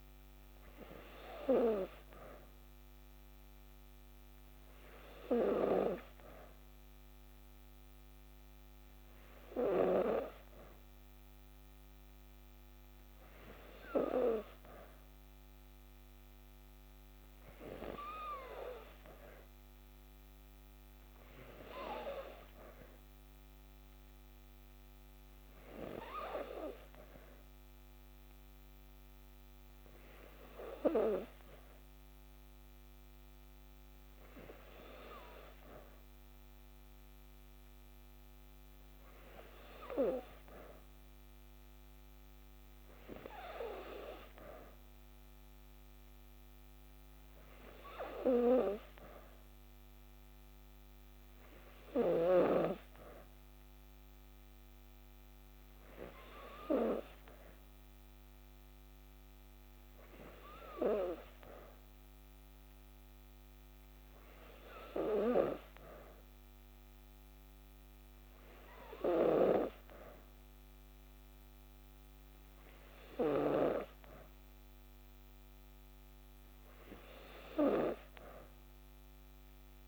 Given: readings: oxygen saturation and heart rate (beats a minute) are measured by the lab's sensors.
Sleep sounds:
breathing in sleep by a microphone on the trachea; none
none scored
From the record:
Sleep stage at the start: N2 (light sleep); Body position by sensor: on the back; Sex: female

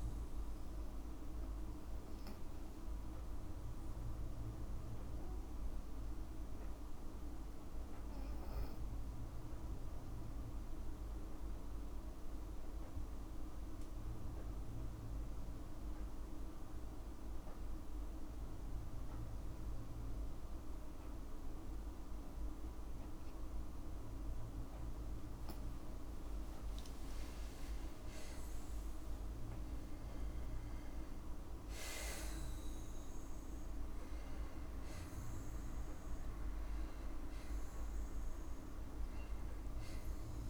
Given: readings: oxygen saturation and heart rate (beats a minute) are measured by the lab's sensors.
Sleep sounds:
breathing in sleep, hard to hear, by a room microphone; 1
4.50-26.00 s: obstructive apnea (oxygen 98% before, 93% lowest, heart rate 59 before, 53 extreme, up 9 after)
13.50-25.50 s: oxygen desaturation (device-marked, oxygen 97% before, 93% lowest, heart rate 56 before, 54 extreme)
28.00-30.50 s: arousal
From the record:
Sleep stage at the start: N2 (light sleep); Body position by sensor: on the back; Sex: female

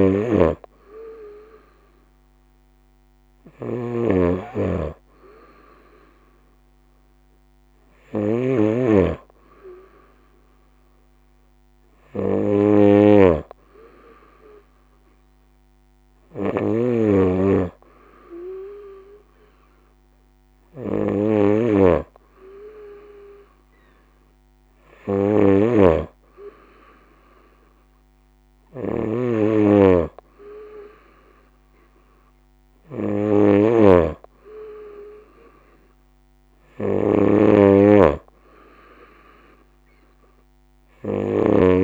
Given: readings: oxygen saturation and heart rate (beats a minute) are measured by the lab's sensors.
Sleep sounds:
breathing in sleep by a microphone on the trachea; none
0.00-41.84 s: snoring (device-marked)
From the record:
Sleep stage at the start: N2 (light sleep); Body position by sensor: on the right side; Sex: female

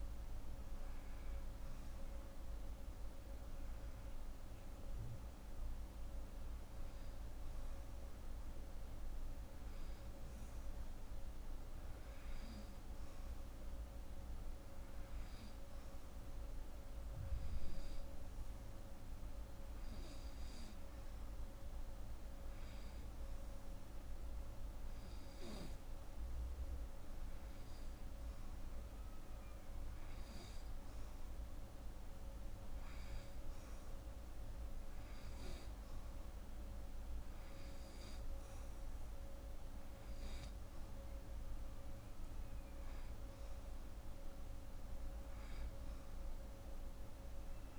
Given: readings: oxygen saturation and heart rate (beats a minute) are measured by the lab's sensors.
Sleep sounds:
breathing in sleep, hard to hear, by a room microphone; 1
16.50-28.50 s: hypopnea (oxygen 89% before, 86% lowest)
31.50-35.00 s: arousal
From the record:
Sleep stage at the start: N2 (light sleep); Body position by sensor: on the right side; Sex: female

